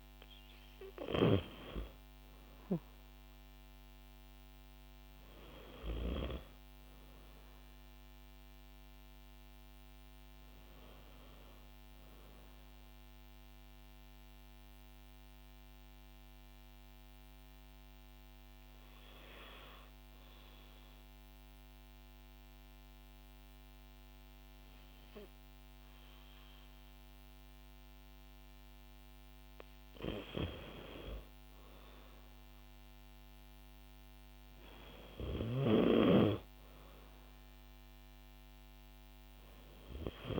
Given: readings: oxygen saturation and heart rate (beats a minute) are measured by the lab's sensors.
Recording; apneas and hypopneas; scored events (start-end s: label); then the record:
breathing in sleep by a microphone on the trachea; 1
12.50-29.50 s: hypopnea (oxygen 96% before, 93% lowest, heart rate 64 before, 58 extreme, up 6 after)
31.50-34.50 s: arousal
From the record:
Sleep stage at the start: N2 (light sleep); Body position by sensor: on the back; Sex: female